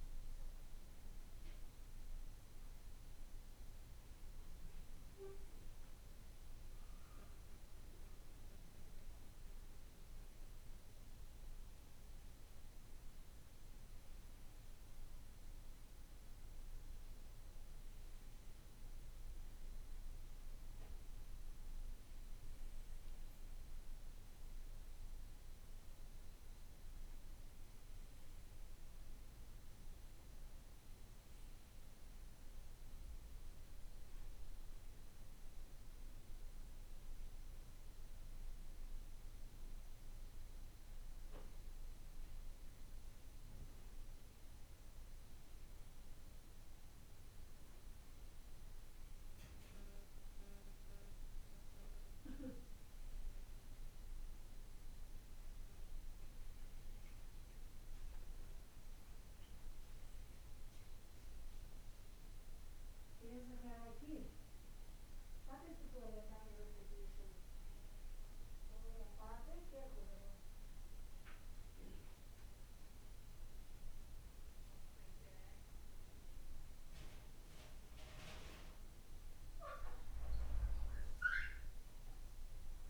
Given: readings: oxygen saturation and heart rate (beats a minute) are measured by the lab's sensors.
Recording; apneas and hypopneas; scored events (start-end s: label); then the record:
a person awake in a sleep study, by a room microphone; none
none scored
From the record:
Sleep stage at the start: awake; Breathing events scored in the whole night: 114 in 4.5 hours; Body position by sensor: on the right side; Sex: male